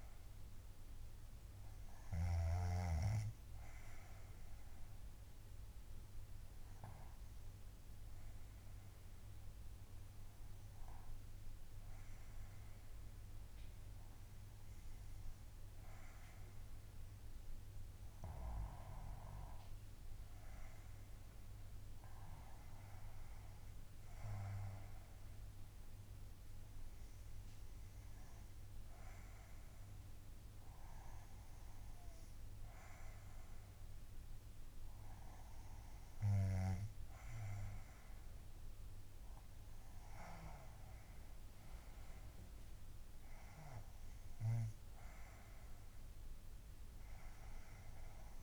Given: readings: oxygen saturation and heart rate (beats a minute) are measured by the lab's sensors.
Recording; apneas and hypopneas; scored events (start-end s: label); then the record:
breathing in sleep by a room microphone; 1
0.00-3.00 s: snoring (device-marked)
8.00-22.50 s: obstructive apnea (oxygen 98% before, 95% lowest, heart rate 64 before, 61 extreme, up 4 after)
24.50-29.00 s: arousal
30.50-42.50 s: oxygen desaturation (device-marked, oxygen 98% before, 96% lowest, heart rate 63 before, 54 extreme)
From the record:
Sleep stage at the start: N2 (light sleep); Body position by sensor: on the back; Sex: female